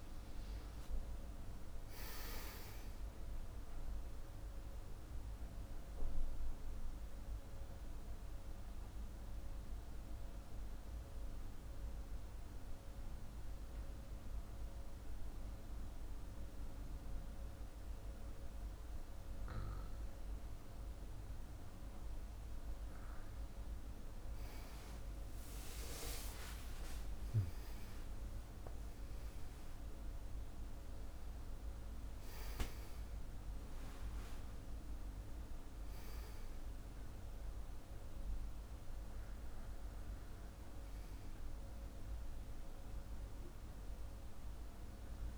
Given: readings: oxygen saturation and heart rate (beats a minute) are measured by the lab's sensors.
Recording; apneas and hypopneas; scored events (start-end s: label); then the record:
a person partly awake in a sleep study, hard to hear, by a room microphone; 1
4.00-34.00 s: new sleep stage, N1 (lightest sleep)
6.00-22.00 s: mixed apnea (oxygen 97% before, 94% lowest, heart rate 73 before, 45 extreme, up 8 after)
24.50-29.00 s: arousal
33.00-45.38 s: oxygen desaturation (device-marked, oxygen 98% before, 94% lowest, heart rate 48 before, 42 extreme)
34.00-45.38 s: new sleep stage, N2 (light sleep)
41.50-45.00 s: arousal
From the record:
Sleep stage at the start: awake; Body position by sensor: on the back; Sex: male